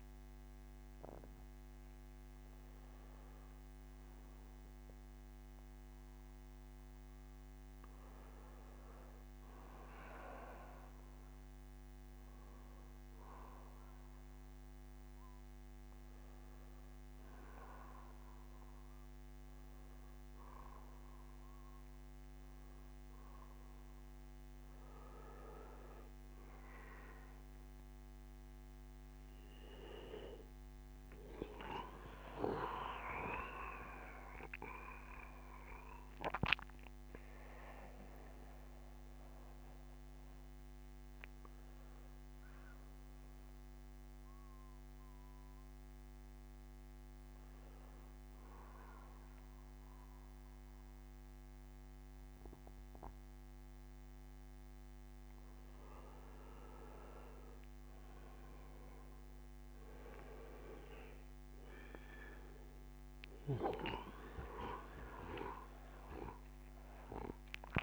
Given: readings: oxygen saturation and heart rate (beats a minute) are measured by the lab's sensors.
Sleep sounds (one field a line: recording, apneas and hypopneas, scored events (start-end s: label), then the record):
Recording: a person awake in a sleep study, by a microphone on the trachea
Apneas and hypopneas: none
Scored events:
11.00-28.00 s: oxygen desaturation (device-marked, oxygen 96% before, 90% lowest, heart rate 68 before, 69 extreme)
From the record:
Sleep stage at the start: awake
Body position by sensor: on the back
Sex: male